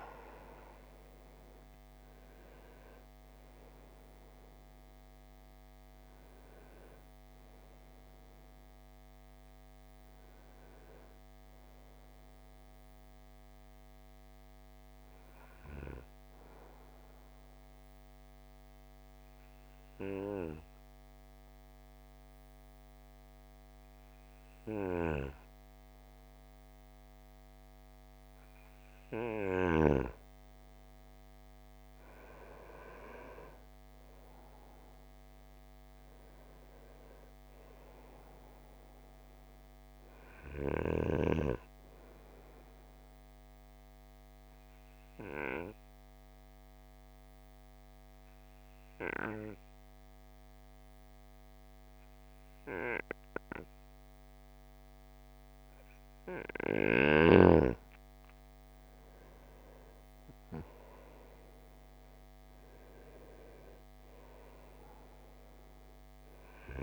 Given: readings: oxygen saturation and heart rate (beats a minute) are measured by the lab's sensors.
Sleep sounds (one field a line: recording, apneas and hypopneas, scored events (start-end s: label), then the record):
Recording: breathing in sleep by a microphone on the trachea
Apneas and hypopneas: 2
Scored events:
0.00-2.00 s: arousal
4.00-23.00 s: oxygen desaturation (device-marked, oxygen 94% before, 90% lowest, heart rate 69 before, 53 extreme)
15.00-29.50 s: obstructive apnea (oxygen 96% before, 90% lowest, heart rate 72 before, 53 extreme, up 7 after)
33.00-37.50 s: arousal
42.00-60.00 s: oxygen desaturation (device-marked, oxygen 97% before, 93% lowest, heart rate 57 before, 53 extreme)
42.50-57.50 s: obstructive apnea (oxygen 98% before, 91% lowest, heart rate 57 before, 53 extreme, up 8 after)
59.50-63.50 s: arousal
From the record:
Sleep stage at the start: N2 (light sleep)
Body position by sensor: on the right side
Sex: male